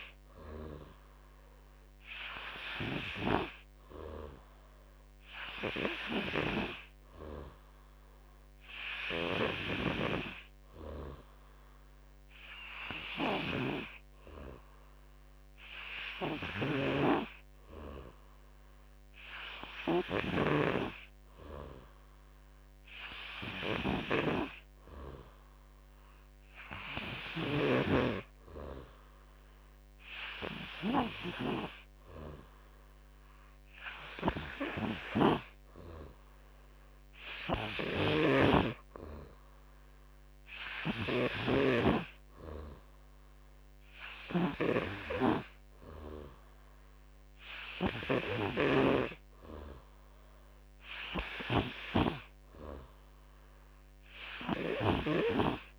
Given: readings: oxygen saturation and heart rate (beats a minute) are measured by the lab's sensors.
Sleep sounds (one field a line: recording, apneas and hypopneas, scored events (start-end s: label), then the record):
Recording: breathing in sleep by a microphone on the trachea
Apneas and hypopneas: none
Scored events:
37.50-41.50 s: snoring (device-marked)
43.50-54.50 s: snoring (device-marked)
From the record:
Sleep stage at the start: N3 (deep sleep)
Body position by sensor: on the back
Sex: male